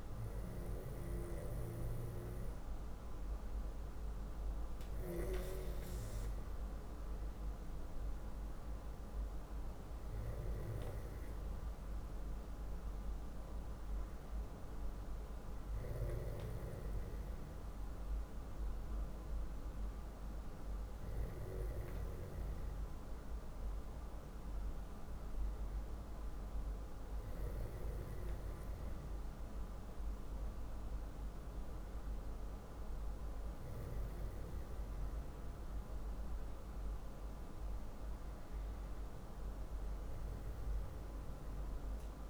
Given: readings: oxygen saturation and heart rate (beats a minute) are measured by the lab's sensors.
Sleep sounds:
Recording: breathing in sleep by a room microphone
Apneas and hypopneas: none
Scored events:
none scored
From the record:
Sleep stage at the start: N2 (light sleep)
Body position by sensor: on the back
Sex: male

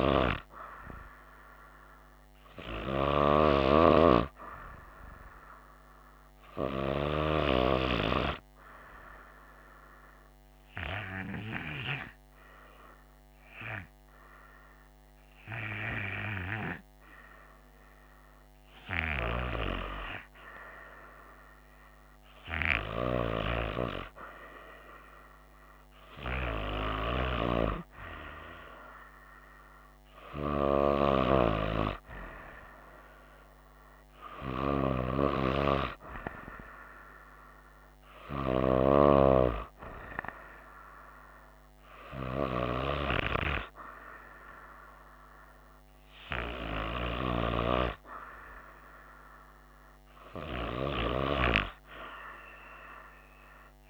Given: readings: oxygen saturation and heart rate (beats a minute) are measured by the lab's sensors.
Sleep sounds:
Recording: breathing in sleep by a microphone on the trachea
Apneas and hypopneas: 1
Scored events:
6.00-18.50 s: hypopnea (oxygen 95% before, 93% lowest, heart rate 66 before, 59 extreme, up 3 after)
21.00-25.00 s: arousal
From the record:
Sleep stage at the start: N2 (light sleep)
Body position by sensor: on the right side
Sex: female

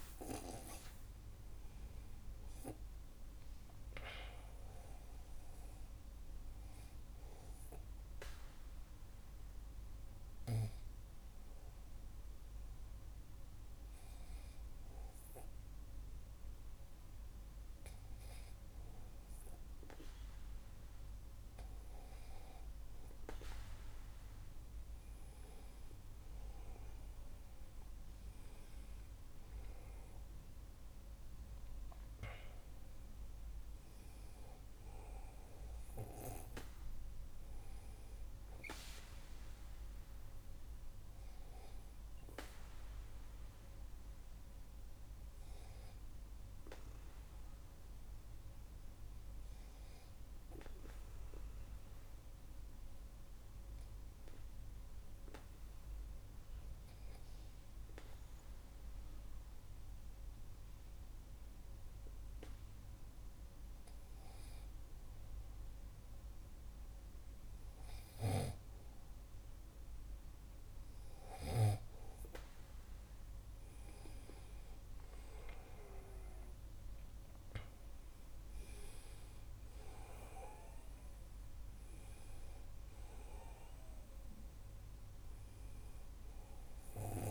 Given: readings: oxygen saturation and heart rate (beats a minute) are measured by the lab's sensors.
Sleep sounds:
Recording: breathing in sleep by a room microphone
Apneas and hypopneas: 2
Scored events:
7.50-21.50 s: hypopnea (oxygen 96% before, 94% lowest, heart rate 51 before, 47 extreme, up 2 after)
25.50-30.50 s: arousal
44.00-63.00 s: hypopnea (oxygen 98% before, 93% lowest, heart rate 52 before, 44 extreme, up 5 after)
71.00-75.50 s: arousal
71.00-87.31 s: oxygen desaturation (device-marked, oxygen 97% before, 93% lowest, heart rate 54 before, 44 extreme)
From the record:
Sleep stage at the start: N2 (light sleep)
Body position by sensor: on the back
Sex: male

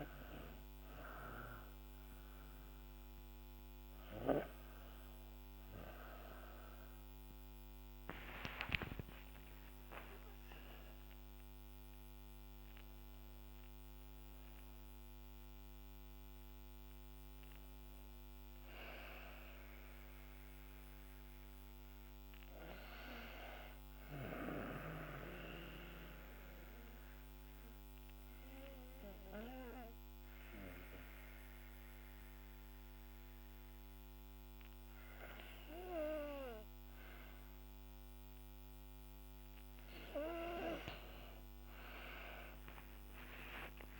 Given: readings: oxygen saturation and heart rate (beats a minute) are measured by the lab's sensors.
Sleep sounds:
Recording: breathing in sleep by a microphone on the trachea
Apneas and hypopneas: 1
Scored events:
4.00-9.00 s: arousal
25.00-37.50 s: obstructive apnea (oxygen 99% before, 94% lowest, heart rate 61 before, 53 extreme, up 12 after)
39.50-43.50 s: arousal
42.00-44.00 s: oxygen desaturation (device-marked, oxygen 99% before, 94% lowest, heart rate 55 before, 52 extreme)
From the record:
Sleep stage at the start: N2 (light sleep)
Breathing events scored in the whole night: 168 in 4.4 hours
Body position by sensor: on the back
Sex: female

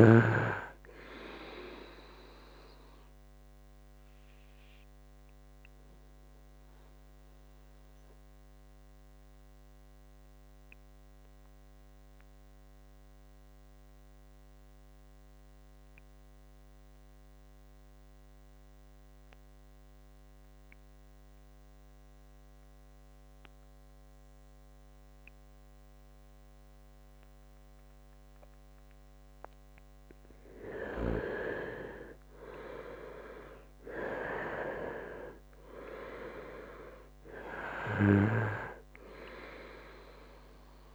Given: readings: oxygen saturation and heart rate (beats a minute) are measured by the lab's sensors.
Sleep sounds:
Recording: breathing in sleep by a microphone on the trachea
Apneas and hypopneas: 1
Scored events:
0.00-20.50 s: oxygen desaturation (device-marked, oxygen 87% lowest, heart rate 63 extreme)
3.50-29.00 s: obstructive apnea (oxygen 99% before, 85% lowest, heart rate 71 before, 63 extreme, up 4 after)
30.50-34.50 s: arousal
32.50-40.95 s: oxygen desaturation (device-marked, oxygen 98% before, 85% lowest, heart rate 67 before, 65 extreme)
From the record:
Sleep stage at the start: N2 (light sleep)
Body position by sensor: on the right side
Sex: male

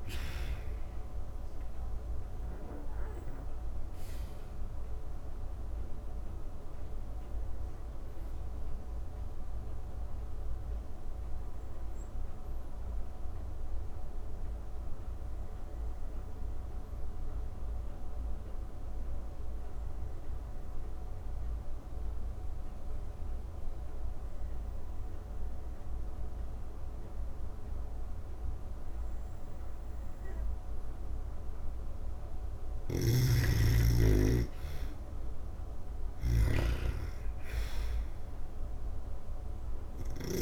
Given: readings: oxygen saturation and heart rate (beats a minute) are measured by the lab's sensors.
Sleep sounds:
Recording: breathing in sleep by a room microphone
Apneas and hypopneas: 1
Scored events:
0.00-22.00 s: oxygen desaturation (device-marked, oxygen 83% lowest)
6.50-29.00 s: obstructive apnea (oxygen 97% before, 82% lowest)
31.50-40.00 s: snoring (device-marked)
32.00-36.00 s: arousal
32.00-40.42 s: oxygen desaturation (device-marked, oxygen 98% before, 82% lowest)
From the record:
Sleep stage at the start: N2 (light sleep)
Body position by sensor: on the back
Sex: female

